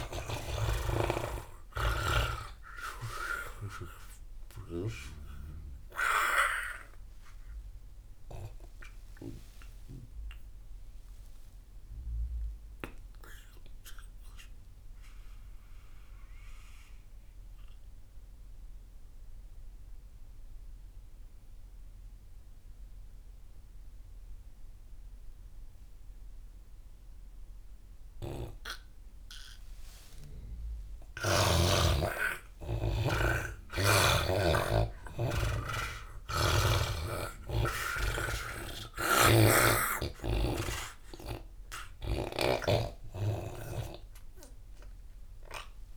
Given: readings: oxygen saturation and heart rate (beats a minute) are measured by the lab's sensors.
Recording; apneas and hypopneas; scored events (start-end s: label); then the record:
breathing in sleep by a room microphone; 1
0.00-18.00 s: oxygen desaturation (device-marked, oxygen 80% lowest)
5.50-32.00 s: obstructive apnea (oxygen 99% before, 80% lowest)
32.00-45.97 s: oxygen desaturation (device-marked, oxygen 99% before, 82% lowest)
34.00-38.50 s: arousal
39.00-42.50 s: snoring (device-marked)
From the record:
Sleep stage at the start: N2 (light sleep); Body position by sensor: on the back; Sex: male